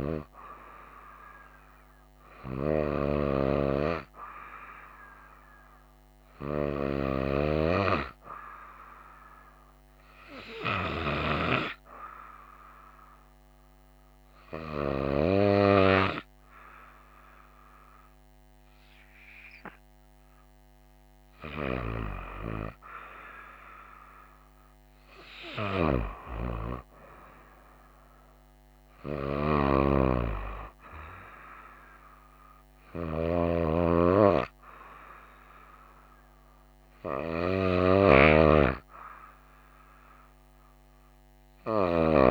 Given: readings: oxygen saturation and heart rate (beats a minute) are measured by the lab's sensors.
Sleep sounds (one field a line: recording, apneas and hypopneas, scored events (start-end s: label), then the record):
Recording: breathing in sleep by a microphone on the trachea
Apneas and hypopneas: 1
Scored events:
9.00-21.00 s: hypopnea (oxygen 96% before, 94% lowest, heart rate 63 before, 55 extreme, up 3 after)
22.50-26.50 s: arousal
From the record:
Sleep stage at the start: N2 (light sleep)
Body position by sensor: on the right side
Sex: female